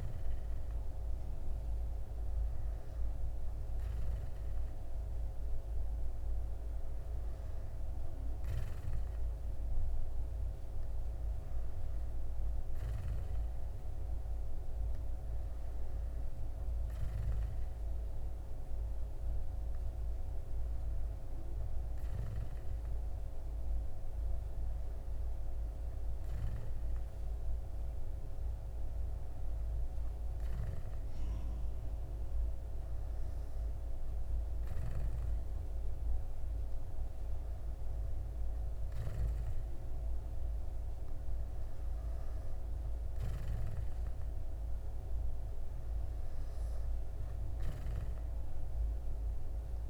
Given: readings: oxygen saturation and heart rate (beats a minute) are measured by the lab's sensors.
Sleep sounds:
breathing in sleep, hard to hear, by a room microphone; none
none scored
From the record:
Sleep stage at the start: N2 (light sleep); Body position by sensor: on the back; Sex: male

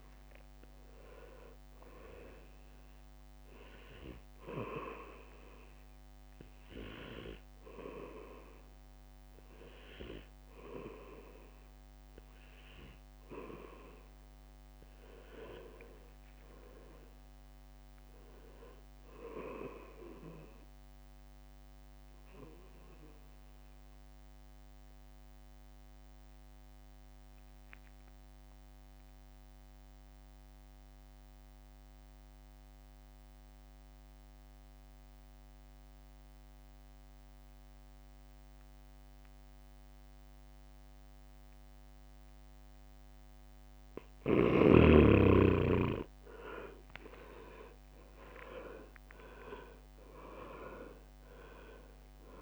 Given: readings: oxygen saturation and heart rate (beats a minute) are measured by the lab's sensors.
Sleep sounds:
breathing in sleep by a microphone on the trachea; 1
0.00-4.50 s: drop in pulse transit time (device-marked, heart rate 69 extreme)
0.00-17.50 s: oxygen desaturation (device-marked, oxygen 91% lowest, heart rate 62 extreme)
16.00-18.50 s: leg movement (device-marked)
16.50-20.00 s: arousal
23.00-43.00 s: mixed apnea (oxygen 99% before, 90% lowest, heart rate 69 before, 63 extreme, up 9 after)
41.50-52.42 s: oxygen desaturation (device-marked, oxygen 98% before, 90% lowest, heart rate 65 before, 63 extreme)
44.50-47.50 s: arousal
46.50-52.42 s: drop in pulse transit time (device-marked, heart rate 65 before, 64 extreme)
From the record:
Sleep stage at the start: N2 (light sleep); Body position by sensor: on the back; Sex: male

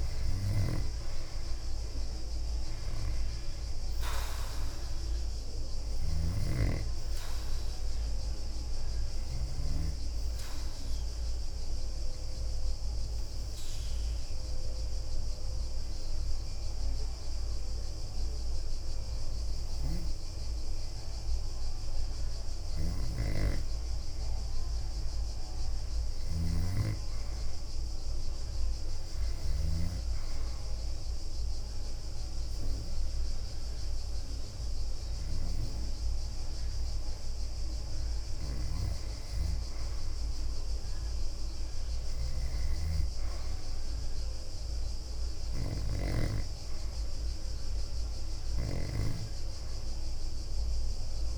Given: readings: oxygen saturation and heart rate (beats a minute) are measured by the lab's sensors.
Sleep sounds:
breathing in sleep by a room microphone; 2
0.00-2.00 s: leg movement (device-marked)
0.00-22.50 s: oxygen desaturation (device-marked, oxygen 89% lowest, heart rate 57 extreme)
9.00-19.00 s: obstructive apnea (oxygen 97% before, 89% lowest, heart rate 66 before, 57 extreme, up 7 after)
11.50-18.50 s: bradycardia (device-marked, heart rate 66 before, 58 extreme)
23.00-27.00 s: arousal
29.50-43.50 s: oxygen desaturation (device-marked, oxygen 97% before, 92% lowest, heart rate 62 before, 63 extreme)
30.50-40.50 s: obstructive apnea (oxygen 97% before, 91% lowest, heart rate 62 before, 64 extreme, up 1 after)
44.50-47.00 s: leg movement (device-marked)
46.50-51.00 s: arousal
From the record:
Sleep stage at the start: N2 (light sleep); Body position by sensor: on the back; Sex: female

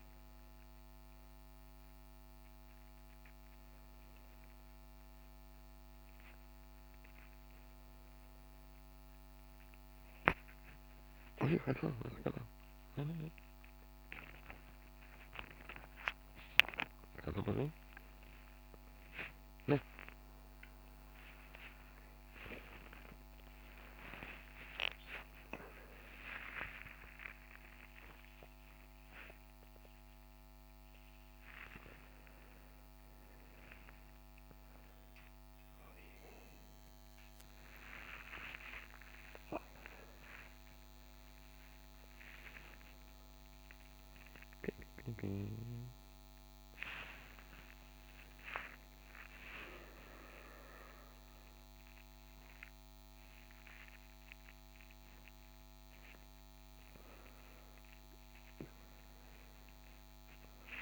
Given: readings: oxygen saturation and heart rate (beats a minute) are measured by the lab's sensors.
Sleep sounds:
a person awake in a sleep study, by a microphone on the trachea; none
2.00-33.00 s: oxygen desaturation (device-marked, oxygen 98% before, 93% lowest)
From the record:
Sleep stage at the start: awake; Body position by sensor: on the front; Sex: male

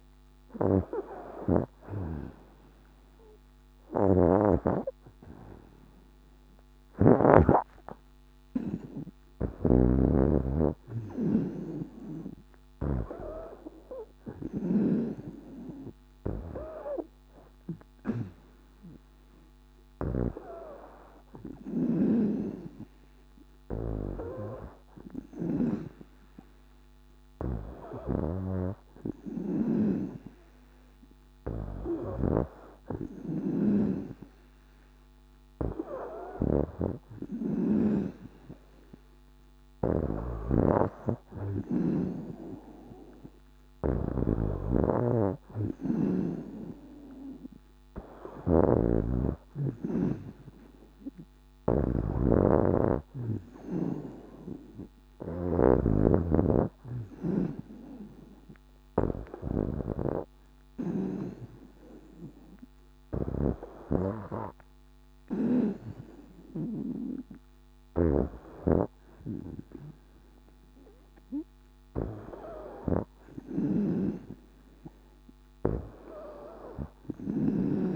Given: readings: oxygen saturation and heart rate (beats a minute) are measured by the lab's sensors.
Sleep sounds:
breathing in sleep by a microphone on the trachea; none
3.50-7.00 s: snoring (device-marked)
9.00-29.50 s: snoring (device-marked)
31.50-59.50 s: snoring (device-marked)
67.50-77.96 s: snoring (device-marked)
From the record:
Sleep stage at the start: N2 (light sleep); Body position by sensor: on the back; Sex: female

